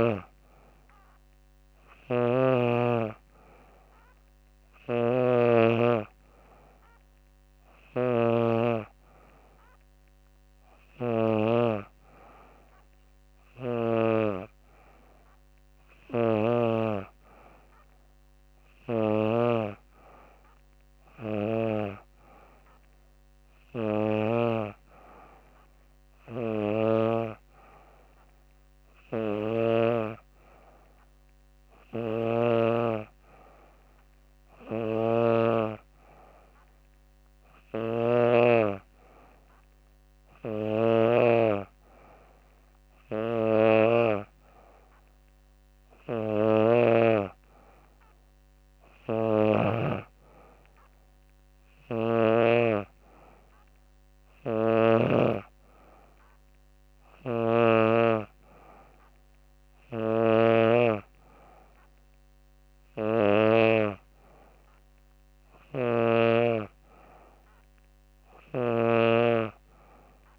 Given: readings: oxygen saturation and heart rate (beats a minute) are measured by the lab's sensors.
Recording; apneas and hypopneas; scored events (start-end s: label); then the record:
breathing in sleep by a microphone on the trachea; none
1.00-7.50 s: snoring (device-marked)
37.00-40.50 s: snoring (device-marked)
48.50-54.50 s: snoring (device-marked)
56.50-68.50 s: snoring (device-marked)
From the record:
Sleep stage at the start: N3 (deep sleep); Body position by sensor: on the back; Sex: female